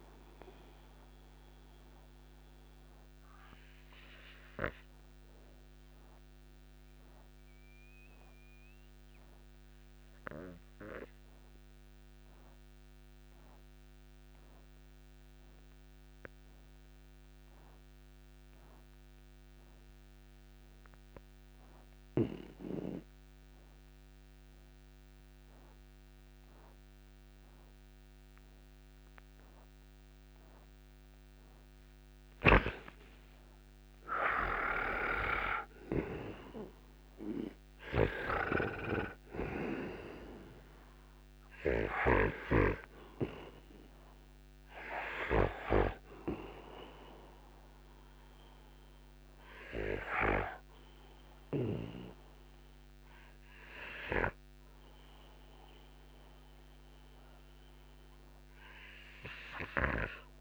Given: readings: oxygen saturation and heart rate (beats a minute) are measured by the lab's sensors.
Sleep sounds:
breathing in sleep by a microphone on the trachea; 1
0.00-17.50 s: oxygen desaturation (device-marked, oxygen 79% lowest, heart rate 57 extreme)
1.00-30.00 s: obstructive apnea (oxygen 97% before, 79% lowest, heart rate 69 before, 57 extreme, up 14 after)
32.50-37.00 s: arousal
32.50-60.41 s: oxygen desaturation (device-marked, oxygen 98% before, 82% lowest, heart rate 64 before, 57 extreme)
From the record:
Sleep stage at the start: N2 (light sleep); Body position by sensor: on the right side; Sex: male

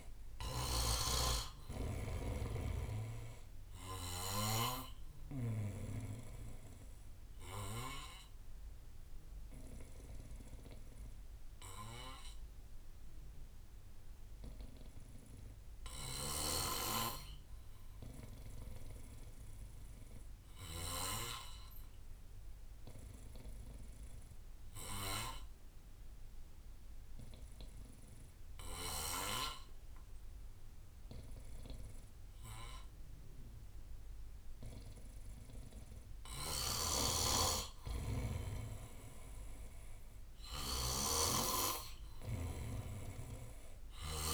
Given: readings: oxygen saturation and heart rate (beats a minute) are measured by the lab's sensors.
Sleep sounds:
breathing in sleep by a room microphone; 1
0.00-6.00 s: drop in pulse transit time (device-marked, heart rate 64 extreme)
0.00-14.00 s: oxygen desaturation (device-marked, oxygen 86% lowest, heart rate 58 extreme)
6.00-35.50 s: obstructive apnea (oxygen 98% before, 86% lowest, heart rate 66 before, 59 extreme, up 4 after)
8.00-10.00 s: bradycardia (device-marked, heart rate 64 before, 58 extreme)
16.00-21.00 s: snoring (device-marked)
20.00-22.00 s: bradycardia (device-marked, heart rate 64 before, 61 extreme)
24.00-26.00 s: bradycardia (device-marked, heart rate 64 before, 59 extreme)
25.00-44.33 s: oxygen desaturation (device-marked, oxygen 99% before, 89% lowest, heart rate 61 before, 57 extreme)
36.00-44.33 s: snoring (device-marked)
39.50-43.50 s: arousal
From the record:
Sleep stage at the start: N2 (light sleep); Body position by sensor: on the back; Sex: male

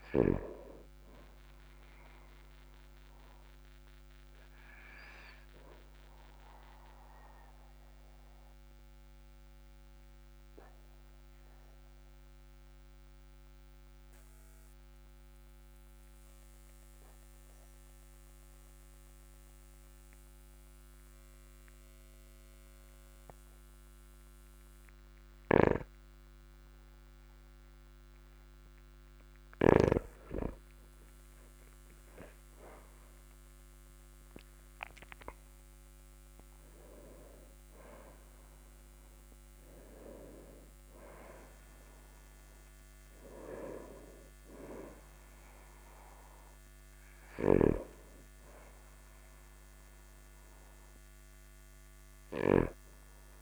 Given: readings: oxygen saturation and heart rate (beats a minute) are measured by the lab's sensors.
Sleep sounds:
breathing in sleep by a microphone on the trachea; 1
1.00-17.00 s: oxygen desaturation (device-marked, oxygen 98% before, 95% lowest, heart rate 49 before, 46 extreme)
3.50-29.50 s: obstructive apnea (oxygen 99% before, 95% lowest, heart rate 50 before, 46 extreme, up 4 after)
26.00-30.50 s: snoring (device-marked)
34.00-38.50 s: arousal
From the record:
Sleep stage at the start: N2 (light sleep); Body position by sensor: on the back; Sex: male

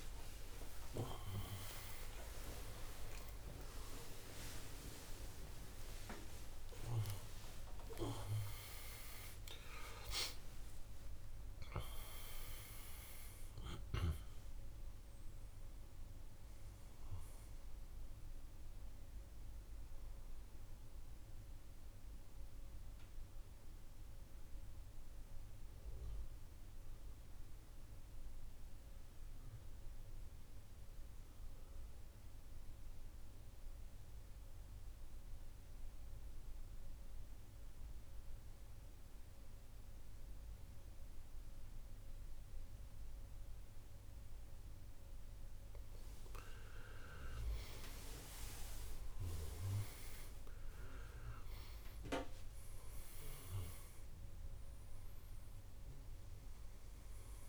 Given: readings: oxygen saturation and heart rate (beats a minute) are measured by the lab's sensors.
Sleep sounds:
breathing in sleep by a room microphone; 1
0.00-18.50 s: oxygen desaturation (device-marked, oxygen 89% lowest, heart rate 61 extreme)
21.00-46.50 s: central apnea (oxygen 99% before, 91% lowest, heart rate 103 before, 61 extreme, up 12 after)
41.50-57.49 s: oxygen desaturation (device-marked, oxygen 98% before, 91% lowest, heart rate 63 before, 59 extreme)
48.00-54.00 s: arousal
From the record:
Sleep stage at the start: N2 (light sleep); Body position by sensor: on the back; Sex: male

